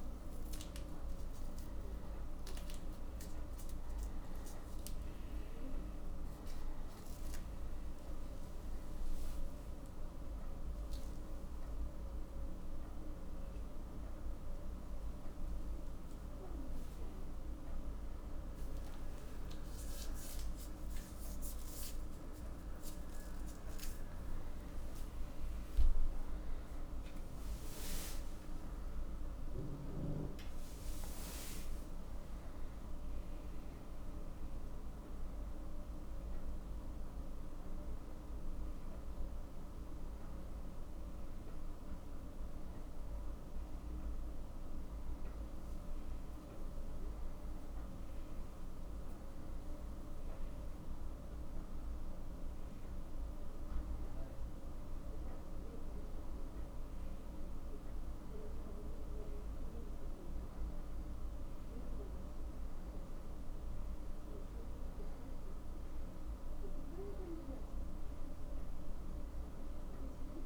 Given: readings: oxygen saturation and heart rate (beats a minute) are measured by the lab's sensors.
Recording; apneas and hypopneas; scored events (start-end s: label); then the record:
a person awake in a sleep study, hard to hear, by a room microphone; none
5.50-70.46 s: new sleep stage, awake
From the record:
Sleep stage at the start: N1 (lightest sleep); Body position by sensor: on the back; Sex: male